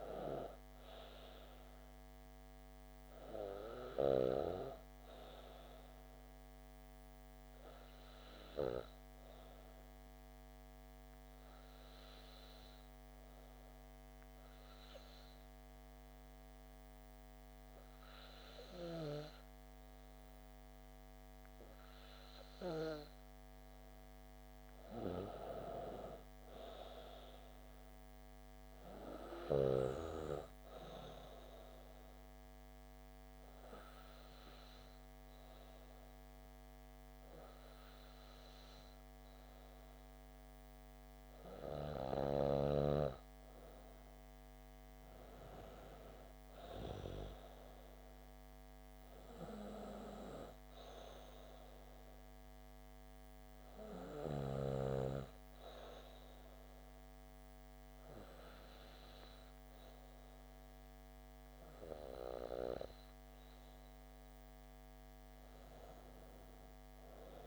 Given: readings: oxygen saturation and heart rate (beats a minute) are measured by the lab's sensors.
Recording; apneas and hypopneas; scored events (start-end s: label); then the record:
breathing in sleep by a microphone on the trachea; 1
9.50-22.50 s: hypopnea (oxygen 97% before, 94% lowest)
24.50-28.00 s: arousal
From the record:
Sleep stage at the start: N2 (light sleep); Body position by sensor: on the back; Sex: female